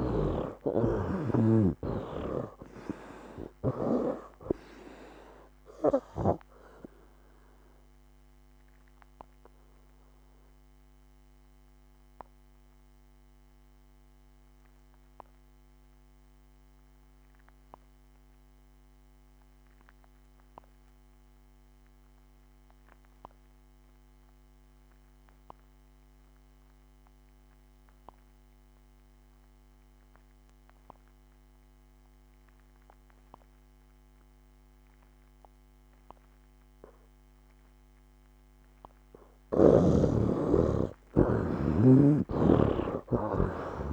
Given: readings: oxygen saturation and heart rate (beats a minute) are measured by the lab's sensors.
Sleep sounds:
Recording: breathing in sleep by a microphone on the trachea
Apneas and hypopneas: 1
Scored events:
0.00-2.00 s: arousal
0.00-22.50 s: oxygen desaturation (device-marked, oxygen 51% lowest, heart rate 68 extreme)
6.50-38.50 s: obstructive apnea (oxygen 89% before, 51% lowest, heart rate 85 before, 68 extreme, up 21 after)
32.50-43.93 s: oxygen desaturation (device-marked, oxygen 93% before, 53% lowest, heart rate 73 before, 68 extreme)
40.50-43.93 s: arousal
From the record:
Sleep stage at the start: REM sleep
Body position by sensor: on the back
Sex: male

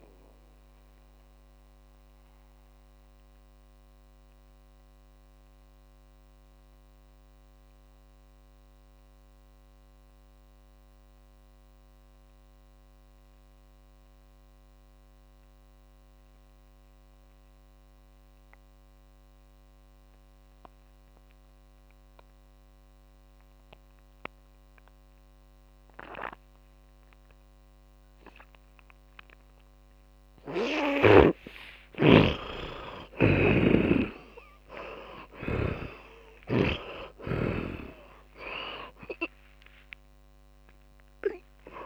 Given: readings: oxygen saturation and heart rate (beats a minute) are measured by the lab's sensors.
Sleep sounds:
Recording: breathing in sleep by a microphone on the trachea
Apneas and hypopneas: 1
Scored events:
0.00-18.50 s: oxygen desaturation (device-marked, oxygen 77% lowest, heart rate 46 extreme)
0.50-29.00 s: mixed apnea (oxygen 99% before, 76% lowest, heart rate 75 before, 46 extreme, up 19 after)
25.50-41.86 s: oxygen desaturation (device-marked, oxygen 100% before, 76% lowest, heart rate 54 before, 49 extreme)
31.50-37.50 s: arousal
33.50-37.00 s: snoring (device-marked)
36.50-41.86 s: tachycardia (device-marked, heart rate 65 before, 165 extreme)
From the record:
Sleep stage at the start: N2 (light sleep)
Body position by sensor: on the back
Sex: male

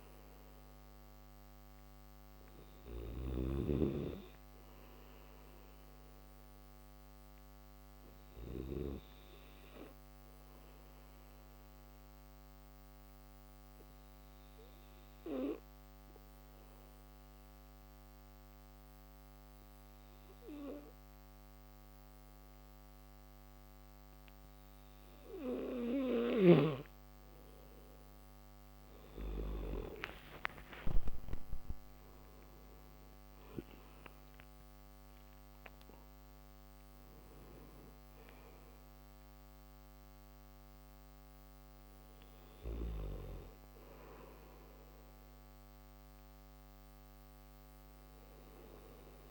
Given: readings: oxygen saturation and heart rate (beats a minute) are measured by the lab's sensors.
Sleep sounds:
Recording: breathing in sleep by a microphone on the trachea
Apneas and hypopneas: 1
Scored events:
0.00-8.50 s: snoring (device-marked)
12.00-25.50 s: obstructive apnea (oxygen 95% before, 89% lowest, heart rate 75 before, 70 extreme, up 8 after)
30.00-49.00 s: oxygen desaturation (device-marked, oxygen 95% before, 89% lowest, heart rate 75 before, 69 extreme)
From the record:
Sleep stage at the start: N1 (lightest sleep)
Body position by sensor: on the back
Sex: male

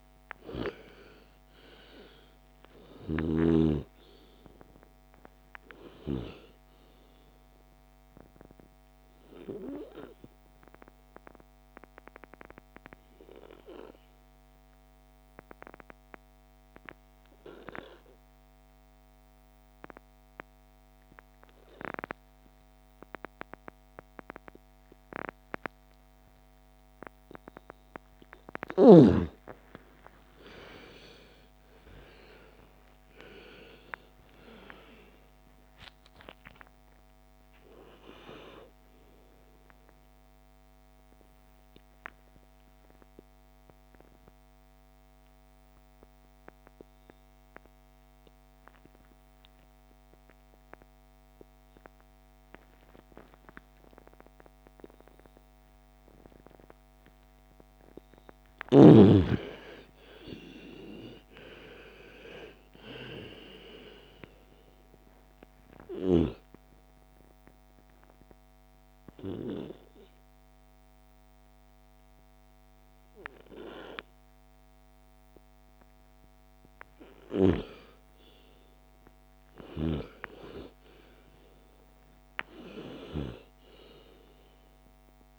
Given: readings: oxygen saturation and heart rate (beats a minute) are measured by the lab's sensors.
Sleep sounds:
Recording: breathing in sleep by a microphone on the trachea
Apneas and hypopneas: 3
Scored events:
1.00-23.00 s: oxygen desaturation (device-marked, oxygen 98% before, 85% lowest)
12.00-27.00 s: obstructive apnea (oxygen 98% before, 85% lowest)
29.50-33.50 s: arousal
33.00-56.00 s: oxygen desaturation (device-marked, oxygen 99% before, 85% lowest)
41.00-58.50 s: obstructive apnea (oxygen 99% before, 85% lowest)
59.50-62.00 s: arousal
64.00-67.00 s: oxygen desaturation (device-marked, oxygen 99% before, 93% lowest, heart rate 39 before, 26 extreme)
66.50-77.50 s: obstructive apnea (oxygen 99% before, 85% lowest)
72.00-85.39 s: oxygen desaturation (device-marked, oxygen 97% before, 85% lowest)
79.00-82.50 s: arousal
From the record:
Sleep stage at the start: N2 (light sleep)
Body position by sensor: on the left side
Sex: female

